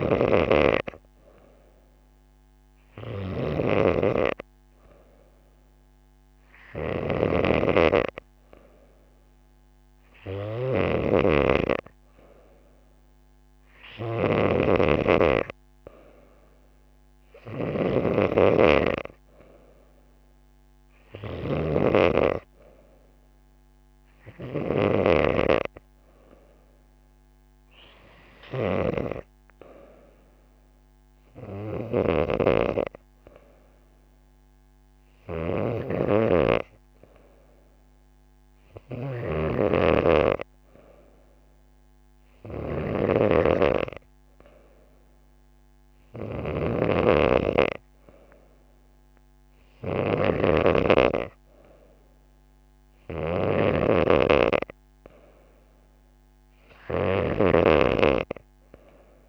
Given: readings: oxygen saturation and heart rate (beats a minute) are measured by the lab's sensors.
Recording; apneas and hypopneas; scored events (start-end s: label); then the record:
breathing in sleep by a microphone on the trachea; none
none scored
From the record:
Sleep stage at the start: N2 (light sleep); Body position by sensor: on the back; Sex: female